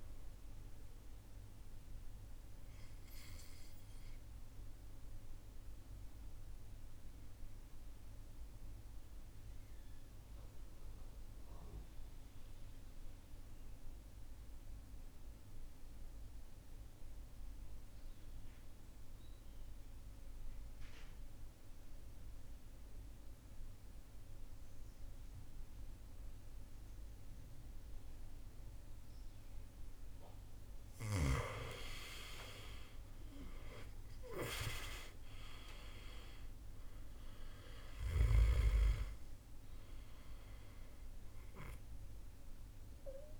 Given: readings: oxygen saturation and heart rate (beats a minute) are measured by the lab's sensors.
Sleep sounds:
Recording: breathing in sleep by a room microphone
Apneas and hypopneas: 1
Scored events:
0.00-21.00 s: oxygen desaturation (device-marked, oxygen 81% lowest, heart rate 50 extreme)
1.50-30.00 s: mixed apnea (oxygen 98% before, 81% lowest, heart rate 64 before, 50 extreme, up 11 after)
28.00-43.40 s: oxygen desaturation (device-marked, oxygen 99% before, 83% lowest, heart rate 55 before, 51 extreme)
31.50-35.00 s: arousal
From the record:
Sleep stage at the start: N2 (light sleep)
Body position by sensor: on the right side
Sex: male

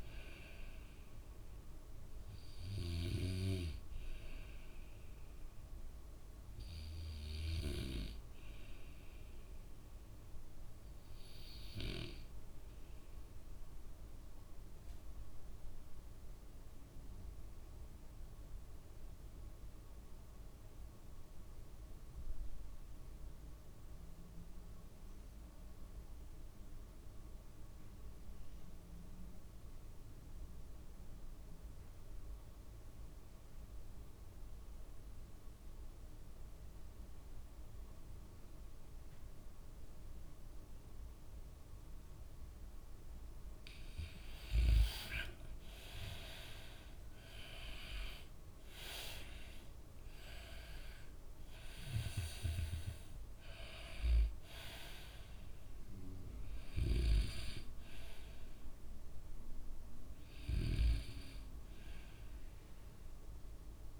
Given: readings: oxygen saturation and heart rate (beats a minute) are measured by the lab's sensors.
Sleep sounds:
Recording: breathing in sleep by a room microphone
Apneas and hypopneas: 1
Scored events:
11.00-43.00 s: obstructive apnea (oxygen 96% before, 81% lowest, heart rate 66 before, 53 extreme, up 16 after)
44.00-64.00 s: oxygen desaturation (device-marked, oxygen 95% before, 81% lowest, heart rate 57 before, 58 extreme)
44.50-47.50 s: arousal
50.00-64.00 s: new sleep stage, REM sleep
From the record:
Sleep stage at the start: N2 (light sleep)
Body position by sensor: on the back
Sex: male

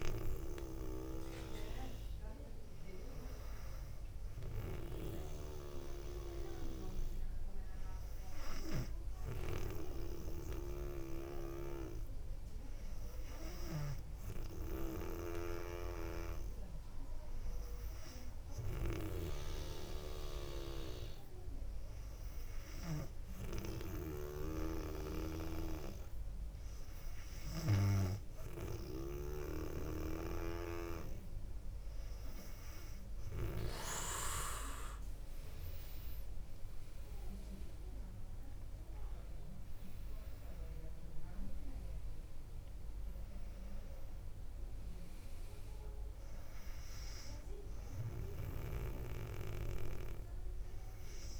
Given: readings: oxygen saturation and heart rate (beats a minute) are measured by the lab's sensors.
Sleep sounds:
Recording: breathing in sleep by a room microphone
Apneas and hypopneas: none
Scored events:
37.50-43.50 s: arousal
From the record:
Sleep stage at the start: N2 (light sleep)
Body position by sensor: on the back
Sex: female

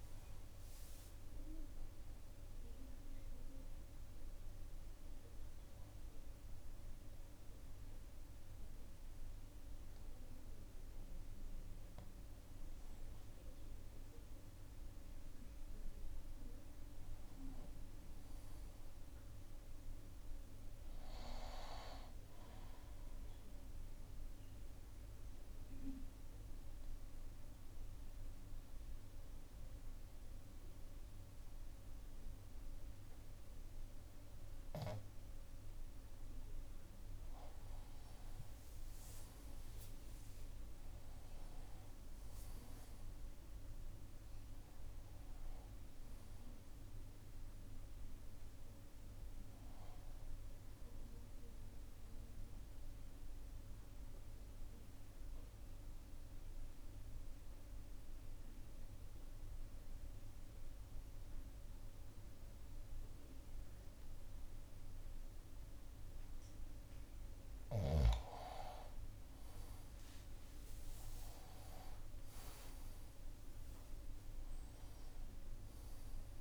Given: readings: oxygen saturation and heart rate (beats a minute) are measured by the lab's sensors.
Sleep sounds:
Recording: breathing in sleep, hard to hear, by a room microphone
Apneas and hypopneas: 3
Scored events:
0.50-12.00 s: mixed apnea (oxygen 96% before, 89% lowest, heart rate 66 before, 60 extreme, up 6 after)
14.50-17.50 s: arousal
22.50-36.50 s: oxygen desaturation (device-marked, oxygen 95% before, 91% lowest, heart rate 63 before, 58 extreme)
23.00-36.50 s: mixed apnea (oxygen 96% before, 87% lowest, heart rate 63 before, 58 extreme, up 5 after)
27.50-76.41 s: new sleep stage, N2 (light sleep)
38.00-43.00 s: arousal
45.50-60.50 s: oxygen desaturation (device-marked, oxygen 96% before, 89% lowest, heart rate 62 before, 58 extreme)
52.50-67.50 s: mixed apnea (oxygen 96% before, 87% lowest, heart rate 63 before, 58 extreme, up 8 after)
69.50-73.00 s: arousal
71.50-76.41 s: drop in pulse transit time (device-marked, heart rate 60 before, 61 extreme)
71.50-76.41 s: oxygen desaturation (device-marked, oxygen 97% before, 87% lowest, heart rate 60 before, 57 extreme)
From the record:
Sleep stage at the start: N1 (lightest sleep)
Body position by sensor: on the left side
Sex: male

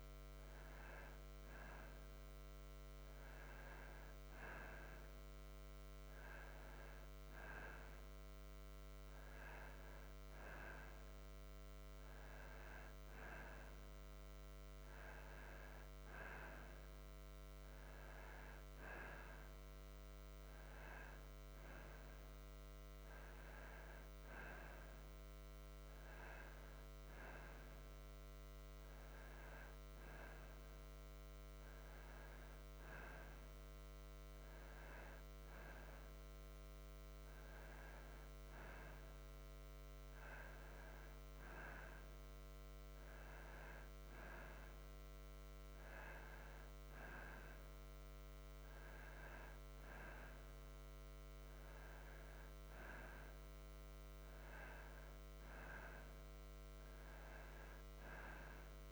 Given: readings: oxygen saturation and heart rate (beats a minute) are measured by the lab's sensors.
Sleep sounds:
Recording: breathing in sleep by a microphone on the trachea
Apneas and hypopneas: none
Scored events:
none scored
From the record:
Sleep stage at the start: N2 (light sleep)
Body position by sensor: on the back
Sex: male

